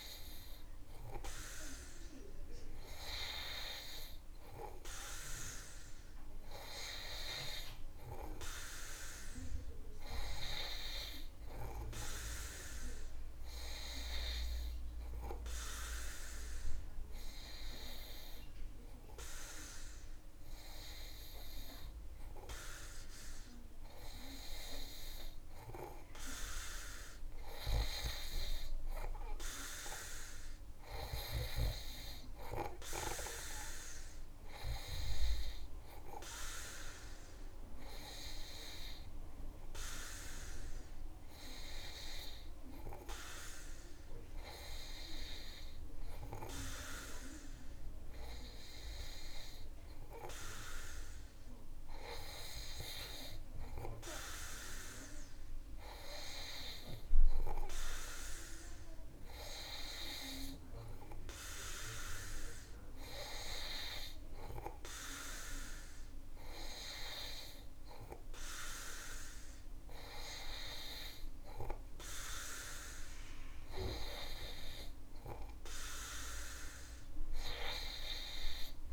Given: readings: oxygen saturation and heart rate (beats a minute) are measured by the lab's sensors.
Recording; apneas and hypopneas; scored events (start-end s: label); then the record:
breathing in sleep by a room microphone; none
none scored
From the record:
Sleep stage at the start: N2 (light sleep); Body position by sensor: on the back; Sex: male